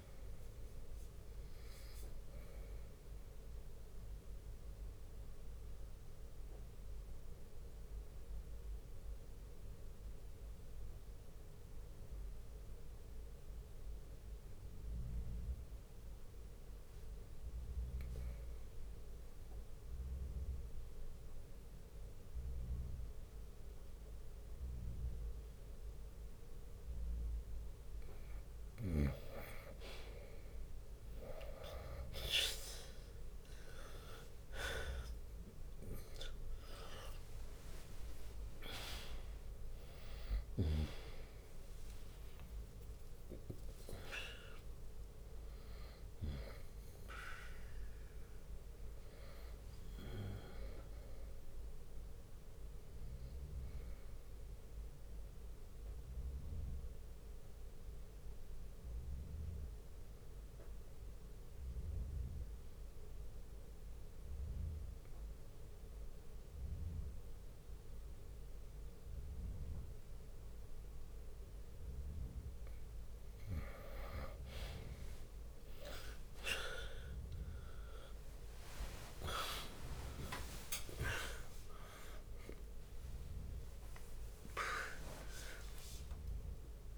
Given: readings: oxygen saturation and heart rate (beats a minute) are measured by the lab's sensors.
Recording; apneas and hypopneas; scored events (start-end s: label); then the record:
breathing in sleep by a room microphone; 2
0.00-3.00 s: drop in pulse transit time (device-marked, heart rate 61 extreme)
3.50-28.00 s: obstructive apnea (oxygen 98% before, 90% lowest, heart rate 64 before, 59 extreme, up 13 after)
7.00-20.00 s: oxygen desaturation (device-marked, oxygen 95% before, 92% lowest, heart rate 66 before, 59 extreme)
11.00-13.00 s: bradycardia (device-marked, heart rate 63 before, 60 extreme)
14.00-16.00 s: bradycardia (device-marked, heart rate 63 before, 59 extreme)
31.00-36.50 s: arousal
32.00-51.00 s: oxygen desaturation (device-marked, oxygen 98% before, 90% lowest, heart rate 61 before, 61 extreme)
33.00-49.00 s: drop in pulse transit time (device-marked, heart rate 61 before, 65 extreme)
35.00-37.00 s: long interval between heartbeats (device-marked, heart rate 62 before, 70 extreme)
39.00-45.00 s: tachycardia (device-marked, heart rate 64 before, 114 extreme)
42.00-44.00 s: long interval between heartbeats (device-marked, heart rate 68 before, 106 extreme)
46.00-48.00 s: long interval between heartbeats (device-marked, heart rate 78 before, 118 extreme)
54.00-72.00 s: obstructive apnea (oxygen 97% before, 90% lowest, heart rate 87 before, 67 extreme, up 32 after)
61.00-63.00 s: long interval between heartbeats (device-marked, heart rate 86 before, 86 extreme)
61.00-63.00 s: tachycardia (device-marked, heart rate 65 before, 100 extreme)
64.50-66.50 s: long interval between heartbeats (device-marked, heart rate 84 before, 104 extreme)
65.00-67.00 s: drop in pulse transit time (device-marked, heart rate 84 before, 94 extreme)
67.50-69.50 s: long interval between heartbeats (device-marked, heart rate 82 before, 85 extreme)
70.00-72.00 s: long interval between heartbeats (device-marked, heart rate 80 before, 83 extreme)
75.50-80.00 s: arousal
76.00-78.00 s: long interval between heartbeats (device-marked, heart rate 83 before, 75 extreme)
76.00-83.00 s: tachycardia (device-marked, heart rate 66 before, 136 extreme)
77.00-86.97 s: oxygen desaturation (device-marked, oxygen 98% before, 92% lowest, heart rate 84 before, 60 extreme)
78.00-80.00 s: long interval between heartbeats (device-marked, heart rate 85 before, 95 extreme)
79.00-86.97 s: drop in pulse transit time (device-marked, heart rate 87 before, 75 extreme)
80.50-82.50 s: long interval between heartbeats (device-marked, heart rate 89 before, 134 extreme)
From the record:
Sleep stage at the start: N2 (light sleep); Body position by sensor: on the right side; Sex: male